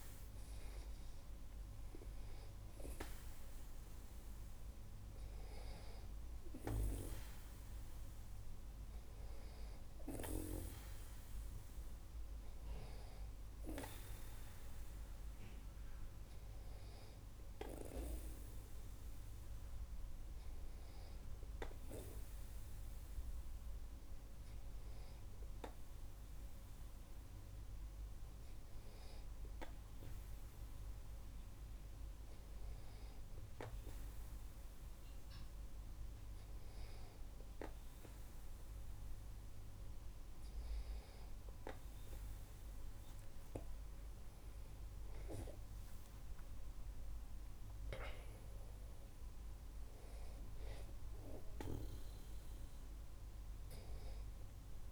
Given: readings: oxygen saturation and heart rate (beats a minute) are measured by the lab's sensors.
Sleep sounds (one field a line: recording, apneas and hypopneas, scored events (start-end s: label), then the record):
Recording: breathing in sleep by a room microphone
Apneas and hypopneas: none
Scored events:
44.50-48.50 s: arousal
From the record:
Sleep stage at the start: N2 (light sleep)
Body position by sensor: on the back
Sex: male